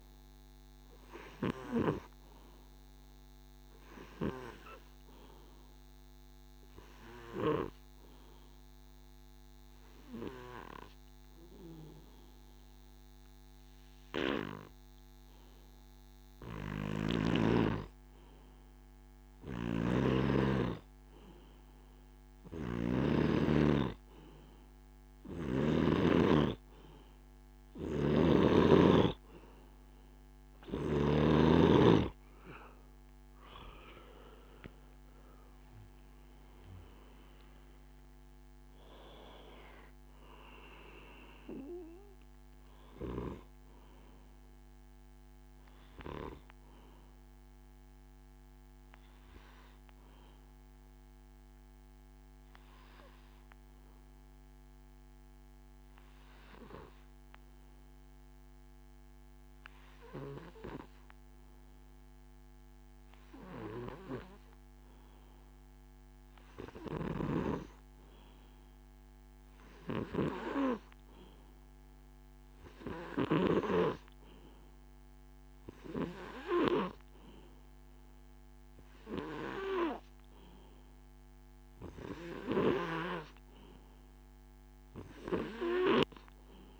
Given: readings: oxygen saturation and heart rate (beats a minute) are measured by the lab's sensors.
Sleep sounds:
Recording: breathing in sleep by a microphone on the trachea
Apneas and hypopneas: 2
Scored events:
0.00-19.00 s: oxygen desaturation (device-marked, oxygen 94% lowest, heart rate 67 extreme)
9.50-28.50 s: obstructive apnea (oxygen 100% before, 91% lowest, heart rate 72 before, 69 extreme, up 17 after)
19.50-26.00 s: snoring (device-marked)
28.00-31.50 s: snoring (device-marked)
30.00-59.00 s: oxygen desaturation (device-marked, oxygen 97% before, 91% lowest, heart rate 71 before, 69 extreme)
31.50-35.00 s: arousal
50.00-66.50 s: obstructive apnea (oxygen 97% before, 92% lowest, heart rate 84 before, 69 extreme, up 9 after)
69.00-72.00 s: arousal
70.00-82.00 s: oxygen desaturation (device-marked, oxygen 100% before, 93% lowest, heart rate 72 before, 69 extreme)
From the record:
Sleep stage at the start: N2 (light sleep)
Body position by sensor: on the back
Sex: male

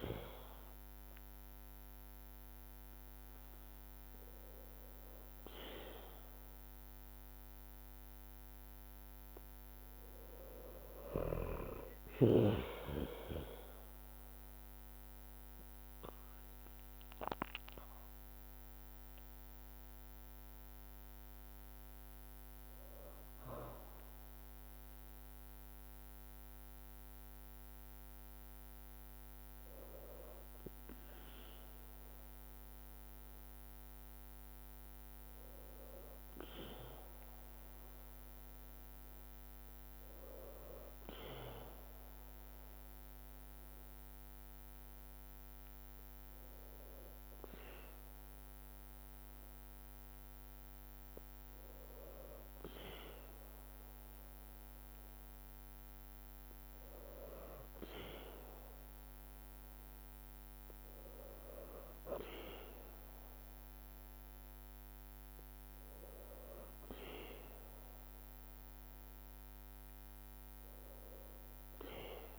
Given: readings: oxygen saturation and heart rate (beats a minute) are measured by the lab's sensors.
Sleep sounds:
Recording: breathing in sleep by a microphone on the trachea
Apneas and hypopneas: none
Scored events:
13.50-19.50 s: arousal
13.50-28.50 s: drop in pulse transit time (device-marked, heart rate 54 before, 53 extreme)
From the record:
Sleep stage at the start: N2 (light sleep)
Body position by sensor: on the back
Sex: female

